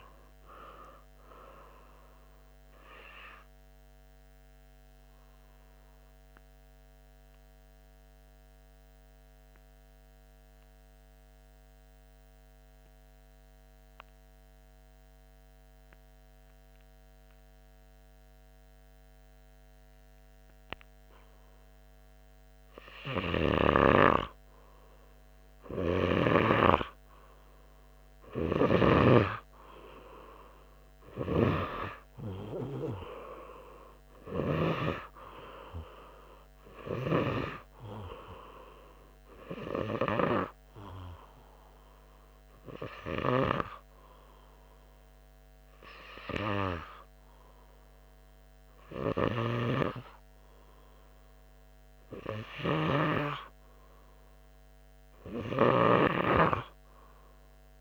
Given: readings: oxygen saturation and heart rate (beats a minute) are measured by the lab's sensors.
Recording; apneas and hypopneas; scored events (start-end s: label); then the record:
breathing in sleep by a microphone on the trachea; 2
4.50-22.00 s: obstructive apnea (oxygen 96% before, 94% lowest, heart rate 103 before, 87 extreme)
24.00-27.00 s: arousal
42.00-53.00 s: hypopnea (oxygen 99% before, 95% lowest, heart rate 91 before, 89 extreme, up 1 after)
54.00-57.50 s: arousal
From the record:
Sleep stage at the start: N2 (light sleep); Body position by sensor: on the front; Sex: male